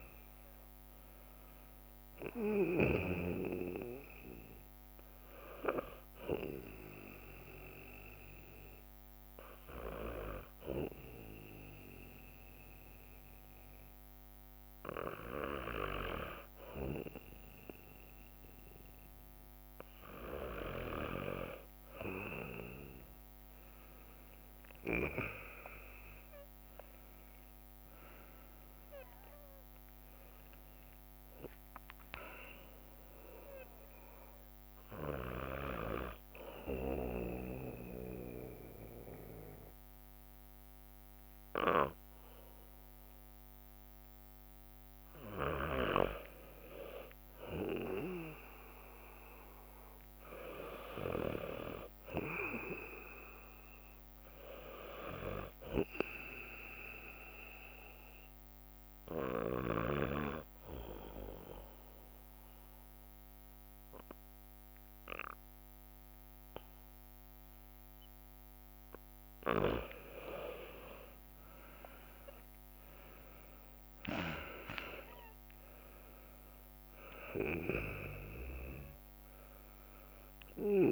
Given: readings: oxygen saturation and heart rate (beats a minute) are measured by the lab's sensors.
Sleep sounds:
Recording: breathing in sleep by a microphone on the trachea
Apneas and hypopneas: 3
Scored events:
0.00-15.50 s: oxygen desaturation (device-marked, oxygen 95% lowest, heart rate 60 extreme)
7.00-18.50 s: hypopnea (oxygen 99% before, 95% lowest, heart rate 62 before, 60 extreme, up 4 after)
10.00-17.50 s: leg movement (device-marked)
22.50-27.00 s: leg movement (device-marked)
24.00-28.00 s: arousal
34.50-45.00 s: hypopnea (oxygen 98% before, 93% lowest, heart rate 63 before, 60 extreme, up 2 after)
39.50-53.50 s: drop in pulse transit time (device-marked, heart rate 64 before, 61 extreme)
47.50-51.50 s: arousal
56.50-69.00 s: obstructive apnea (oxygen 98% before, 91% lowest, heart rate 62 before, 60 extreme, up 7 after)
71.00-75.50 s: arousal
72.50-74.50 s: leg movement (device-marked)
75.50-80.92 s: oxygen desaturation (device-marked, oxygen 97% before, 93% lowest, heart rate 61 before, 60 extreme)
From the record:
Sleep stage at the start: N2 (light sleep)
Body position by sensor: on the back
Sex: male

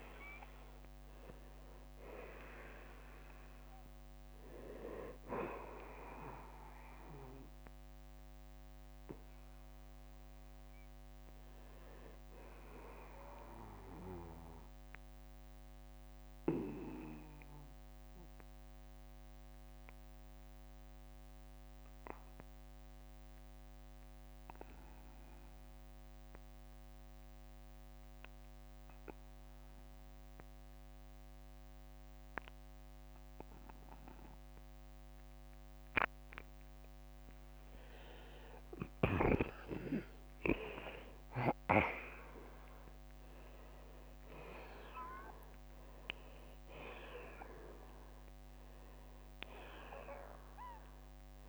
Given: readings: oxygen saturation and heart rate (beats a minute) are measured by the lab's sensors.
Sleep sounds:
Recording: breathing in sleep by a microphone on the trachea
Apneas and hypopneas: 1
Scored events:
1.50-3.50 s: long interval between heartbeats (device-marked, heart rate 60 before, 67 extreme)
14.50-35.50 s: obstructive apnea (oxygen 97% before, 87% lowest, heart rate 61 before, 46 extreme, up 19 after)
16.50-34.50 s: oxygen desaturation (device-marked, oxygen 96% before, 89% lowest, heart rate 61 before, 46 extreme)
36.50-41.50 s: arousal
47.50-51.48 s: oxygen desaturation (device-marked, oxygen 97% before, 93% lowest, heart rate 56 before, 43 extreme)
From the record:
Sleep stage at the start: N2 (light sleep)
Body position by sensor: on the back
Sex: male

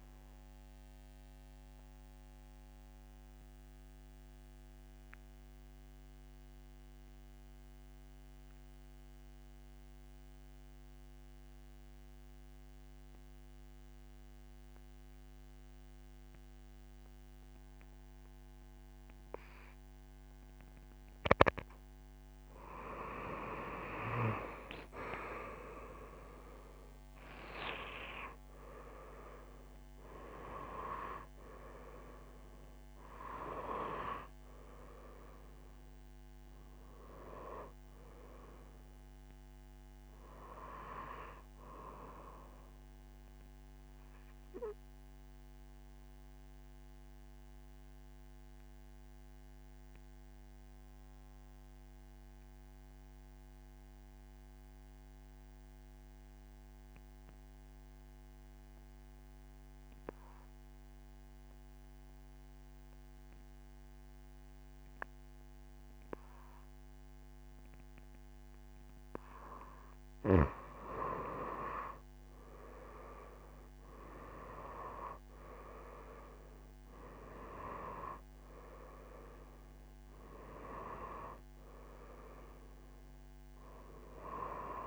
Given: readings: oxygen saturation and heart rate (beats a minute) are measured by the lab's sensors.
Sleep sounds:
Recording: breathing in sleep by a microphone on the trachea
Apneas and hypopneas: 2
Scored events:
0.00-14.00 s: oxygen desaturation (device-marked, oxygen 90% lowest)
1.00-21.50 s: obstructive apnea (oxygen 98% before, 89% lowest)
24.00-28.00 s: arousal
25.00-46.00 s: oxygen desaturation (device-marked, oxygen 97% before, 89% lowest)
44.00-69.50 s: obstructive apnea (oxygen 97% before, 88% lowest)
71.00-84.87 s: oxygen desaturation (device-marked, oxygen 99% before, 88% lowest)
71.50-75.50 s: arousal
From the record:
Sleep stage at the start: N2 (light sleep)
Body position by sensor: on the back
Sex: female

